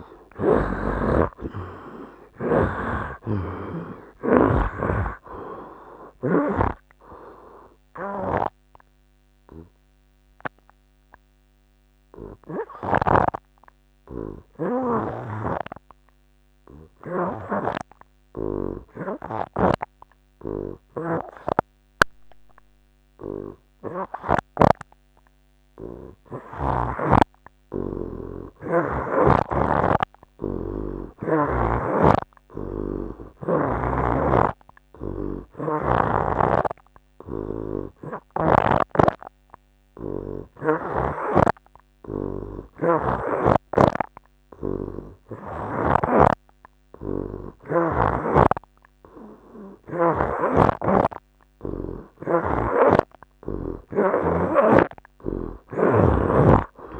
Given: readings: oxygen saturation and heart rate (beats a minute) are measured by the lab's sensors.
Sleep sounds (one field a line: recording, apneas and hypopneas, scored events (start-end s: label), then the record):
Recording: breathing in sleep by a microphone on the trachea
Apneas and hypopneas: 2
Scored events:
0.00-3.50 s: arousal
0.00-6.50 s: snoring (device-marked)
0.00-27.50 s: oxygen desaturation (device-marked, oxygen 52% lowest, heart rate 72 extreme)
7.00-28.00 s: obstructive apnea (oxygen 69% before, 52% lowest, heart rate 86 before, 75 extreme, up 7 after)
19.50-24.50 s: snoring (device-marked)
30.00-33.00 s: arousal
34.00-39.00 s: snoring (device-marked)
35.50-51.00 s: hypopnea (oxygen 81% before, 53% lowest, heart rate 80 before, 83 extreme, up 7 after)
37.50-56.99 s: oxygen desaturation (device-marked, oxygen 81% before, 55% lowest, heart rate 80 before, 80 extreme)
46.00-54.50 s: snoring (device-marked)
From the record:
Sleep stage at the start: N2 (light sleep)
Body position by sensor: on the right side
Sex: male